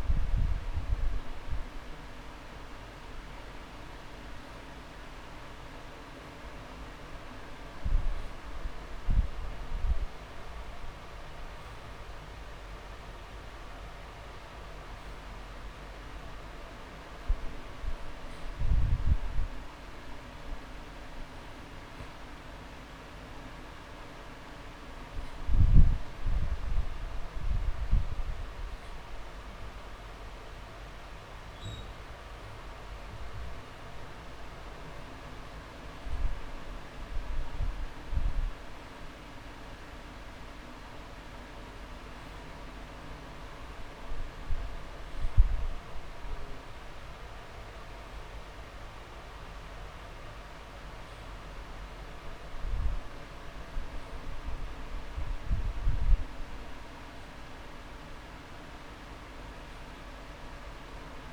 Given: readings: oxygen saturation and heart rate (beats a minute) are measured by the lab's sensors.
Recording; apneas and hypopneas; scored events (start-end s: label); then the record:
breathing in sleep, hard to hear, by a room microphone; none
none scored
From the record:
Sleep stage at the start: N2 (light sleep); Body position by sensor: on the back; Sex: male